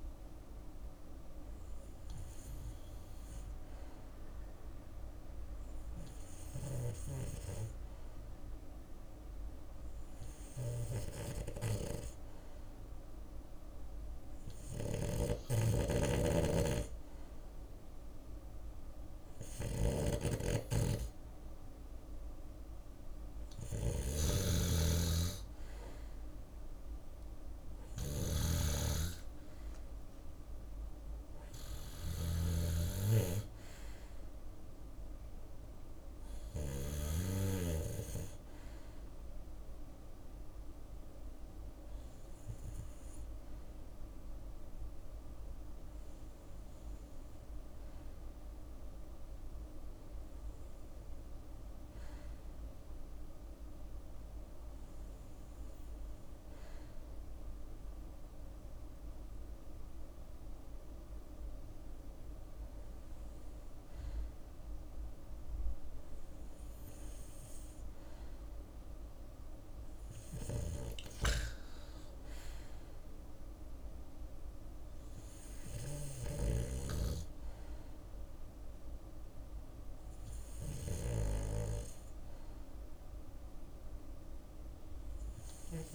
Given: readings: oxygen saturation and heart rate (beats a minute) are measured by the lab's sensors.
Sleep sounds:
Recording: breathing in sleep by a room microphone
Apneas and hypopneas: 1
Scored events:
2.00-4.00 s: long interval between heartbeats (device-marked, heart rate 78 before, 72 extreme)
4.50-19.50 s: hypopnea (oxygen 95% before, 92% lowest, heart rate 78 before, 64 extreme, up 32 after)
9.50-11.50 s: long interval between heartbeats (device-marked, heart rate 77 before, 79 extreme)
14.50-36.50 s: snoring (device-marked)
23.00-25.00 s: long interval between heartbeats (device-marked, heart rate 72 before, 85 extreme)
24.00-27.50 s: arousal
27.00-38.00 s: drop in pulse transit time (device-marked, heart rate 75 before, 75 extreme)
36.00-38.00 s: long interval between heartbeats (device-marked, heart rate 80 before, 85 extreme)
49.00-61.00 s: drop in pulse transit time (device-marked, heart rate 76 before, 66 extreme)
54.00-56.00 s: long interval between heartbeats (device-marked, heart rate 73 before, 75 extreme)
70.00-75.50 s: snoring (device-marked)
70.50-72.50 s: long interval between heartbeats (device-marked, heart rate 68 before, 83 extreme)
71.00-74.50 s: arousal
74.50-76.50 s: long interval between heartbeats (device-marked, heart rate 71 before, 90 extreme)
80.00-82.00 s: long interval between heartbeats (device-marked, heart rate 73 before, 74 extreme)
From the record:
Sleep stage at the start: N2 (light sleep)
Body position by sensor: on the left side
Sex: male

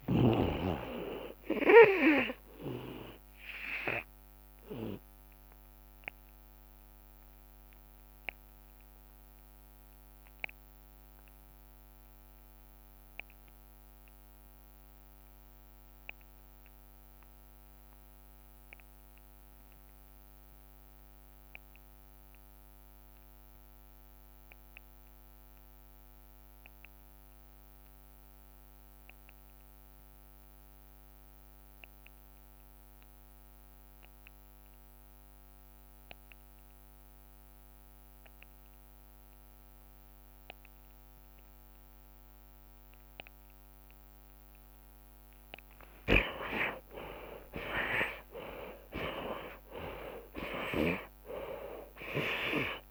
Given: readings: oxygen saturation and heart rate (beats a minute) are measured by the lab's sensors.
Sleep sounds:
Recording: breathing in sleep by a microphone on the trachea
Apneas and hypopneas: 1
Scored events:
0.00-1.50 s: arousal
0.00-1.50 s: long interval between heartbeats (device-marked)
0.00-4.50 s: drop in pulse transit time (device-marked)
3.50-5.50 s: long interval between heartbeats (device-marked)
4.50-33.50 s: oxygen desaturation (device-marked, oxygen 96% before, 66% lowest)
7.00-44.50 s: obstructive apnea (oxygen 96% before, 64% lowest)
9.50-11.50 s: long interval between heartbeats (device-marked)
11.50-20.50 s: drop in pulse transit time (device-marked)
18.00-20.00 s: long interval between heartbeats (device-marked)
28.50-30.50 s: long interval between heartbeats (device-marked)
31.00-33.00 s: long interval between heartbeats (device-marked)
35.50-52.91 s: oxygen desaturation (device-marked, oxygen 93% before, 64% lowest)
38.50-52.91 s: drop in pulse transit time (device-marked)
46.00-52.50 s: arousal
49.00-51.00 s: long interval between heartbeats (device-marked)
From the record:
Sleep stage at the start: REM sleep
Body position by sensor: on the left side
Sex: male

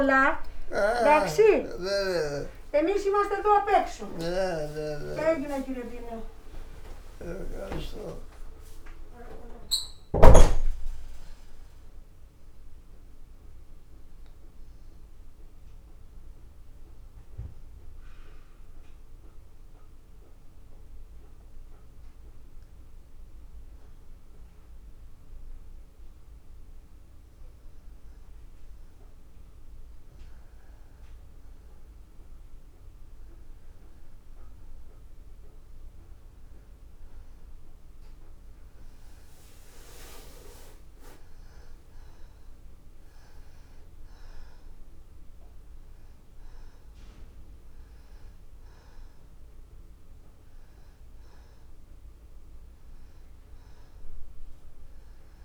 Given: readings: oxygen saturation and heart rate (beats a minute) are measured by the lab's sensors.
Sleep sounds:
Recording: a person awake in a sleep study, by a room microphone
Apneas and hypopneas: none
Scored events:
30.00-55.44 s: new sleep stage, N2 (light sleep)
48.00-55.44 s: oxygen desaturation (device-marked, oxygen 96% before, 91% lowest, heart rate 70 before, 60 extreme)
From the record:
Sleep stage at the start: awake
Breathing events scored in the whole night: 150 in 2.6 hours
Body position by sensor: on the back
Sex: male

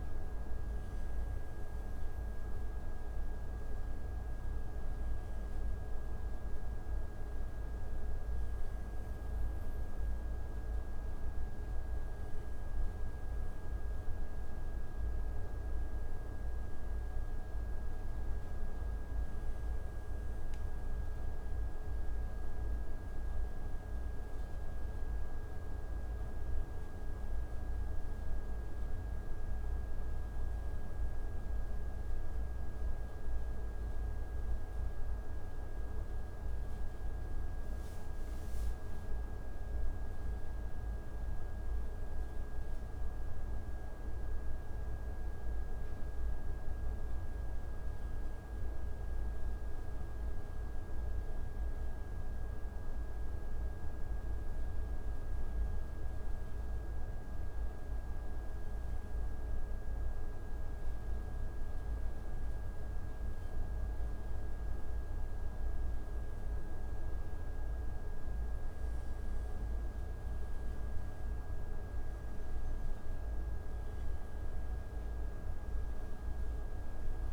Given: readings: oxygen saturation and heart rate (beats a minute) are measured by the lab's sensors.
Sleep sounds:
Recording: breathing in sleep, hard to hear, by a room microphone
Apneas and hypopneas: 1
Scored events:
58.00-69.50 s: obstructive apnea (oxygen 94% before, 87% lowest)
71.50-76.00 s: arousal
From the record:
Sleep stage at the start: N2 (light sleep)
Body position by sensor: on the back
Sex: male

